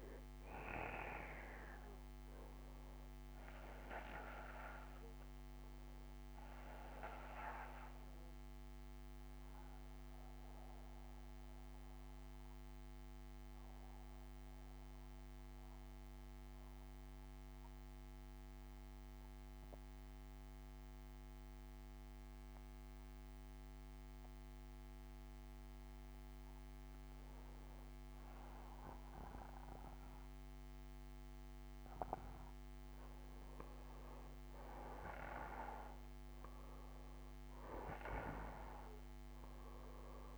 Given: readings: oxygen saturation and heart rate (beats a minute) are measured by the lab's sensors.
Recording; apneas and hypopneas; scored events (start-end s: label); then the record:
breathing in sleep by a microphone on the trachea; 1
0.00-9.00 s: oxygen desaturation (device-marked, oxygen 88% lowest, heart rate 60 extreme)
7.00-26.50 s: obstructive apnea (oxygen 95% before, 90% lowest, heart rate 67 before, 60 extreme, up 3 after)
29.50-34.00 s: arousal
From the record:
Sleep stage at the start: N2 (light sleep); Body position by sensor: on the back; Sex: male